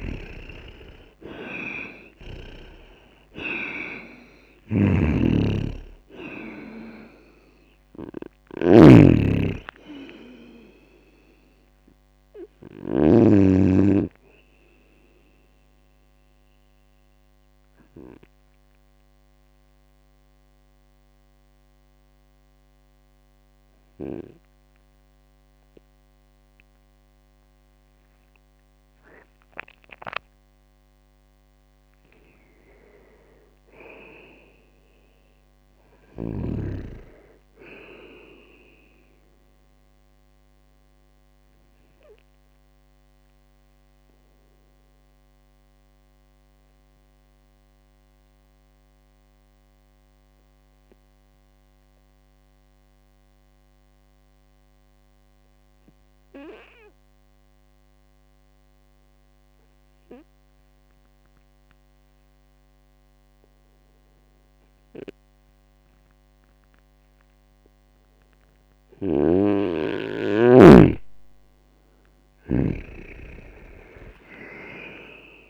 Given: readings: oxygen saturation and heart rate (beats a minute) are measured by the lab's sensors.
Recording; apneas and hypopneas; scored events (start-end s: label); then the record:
breathing in sleep by a microphone on the trachea; 2
0.00-2.50 s: arousal
2.50-19.50 s: oxygen desaturation (device-marked, oxygen 97% before, 94% lowest, heart rate 64 before, 63 extreme)
4.50-13.00 s: snoring (device-marked)
14.50-28.50 s: obstructive apnea (oxygen 97% before, 93% lowest, heart rate 76 before, 62 extreme, up 26 after)
30.00-34.00 s: arousal
41.50-68.50 s: obstructive apnea (oxygen 98% before, 95% lowest, heart rate 78 before, 62 extreme, up 6 after)
69.00-75.50 s: snoring (device-marked)
72.50-75.50 s: arousal
From the record:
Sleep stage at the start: N2 (light sleep); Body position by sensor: on the right side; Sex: male